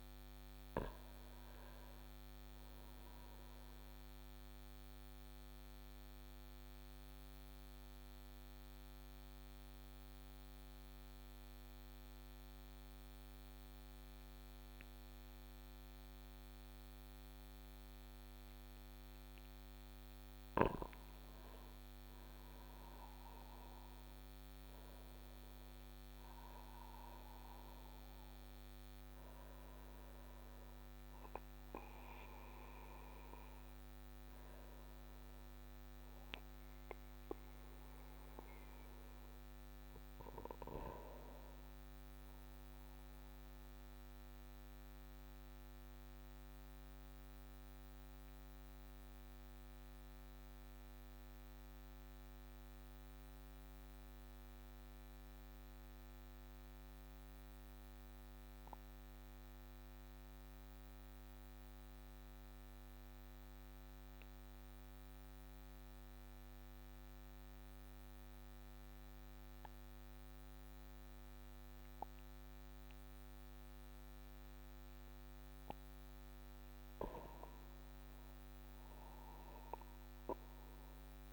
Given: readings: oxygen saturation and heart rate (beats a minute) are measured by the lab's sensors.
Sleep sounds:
breathing in sleep, hard to hear, by a microphone on the trachea; 2
5.00-19.00 s: obstructive apnea (oxygen 98% before, 94% lowest)
21.50-27.50 s: arousal
44.00-76.00 s: obstructive apnea (oxygen 96% before, 93% lowest)
77.50-81.00 s: arousal
From the record:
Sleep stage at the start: N2 (light sleep); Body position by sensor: on the back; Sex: male

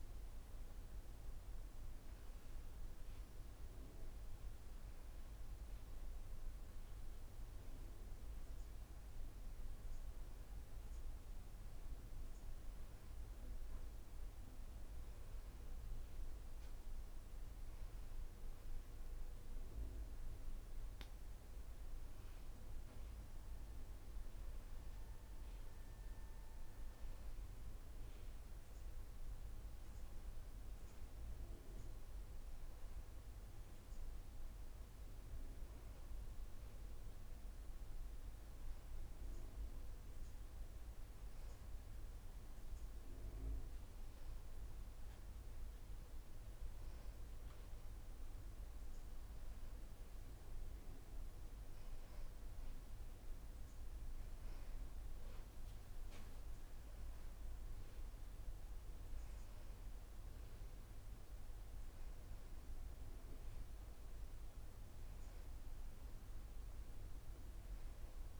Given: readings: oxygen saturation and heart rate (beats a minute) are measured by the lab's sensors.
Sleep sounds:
breathing in sleep, hard to hear, by a room microphone; none
none scored
From the record:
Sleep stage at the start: N1 (lightest sleep); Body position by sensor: on the back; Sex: female

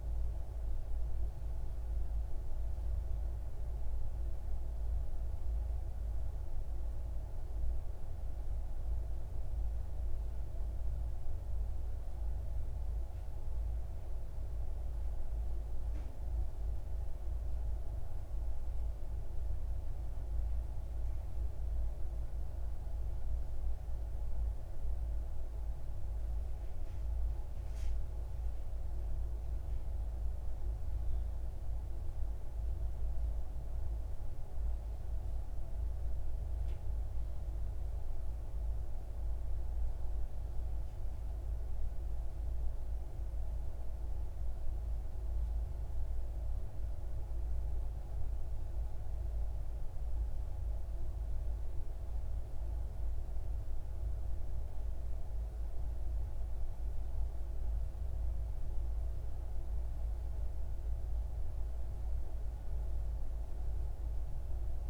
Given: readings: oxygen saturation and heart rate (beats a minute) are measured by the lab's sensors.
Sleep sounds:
breathing in sleep, hard to hear, by a room microphone; none
none scored
From the record:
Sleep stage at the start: N3 (deep sleep); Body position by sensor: on the left side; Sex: male

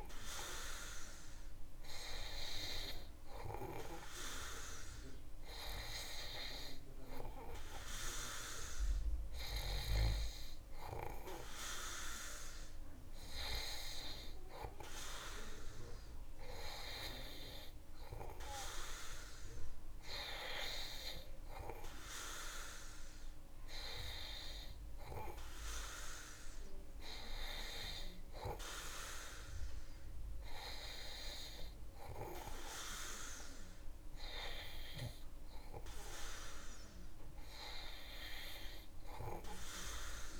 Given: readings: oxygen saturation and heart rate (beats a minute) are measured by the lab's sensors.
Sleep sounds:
breathing in sleep by a room microphone; none
none scored
From the record:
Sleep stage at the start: N2 (light sleep); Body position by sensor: on the back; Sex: male

